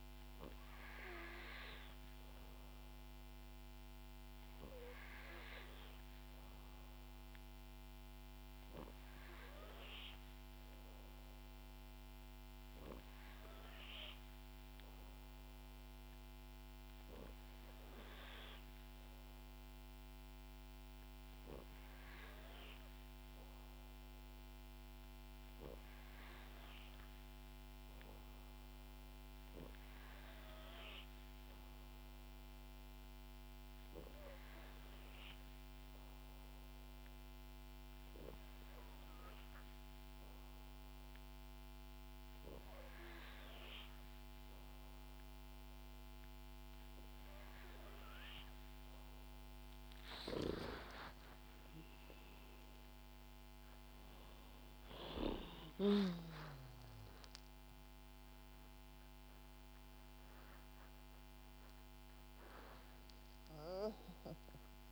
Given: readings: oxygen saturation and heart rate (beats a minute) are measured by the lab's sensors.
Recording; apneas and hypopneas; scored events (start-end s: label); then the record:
breathing in sleep by a microphone on the trachea; none
50.00-55.00 s: snoring (device-marked)
51.50-58.00 s: arousal
From the record:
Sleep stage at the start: N2 (light sleep); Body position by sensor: on the back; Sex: female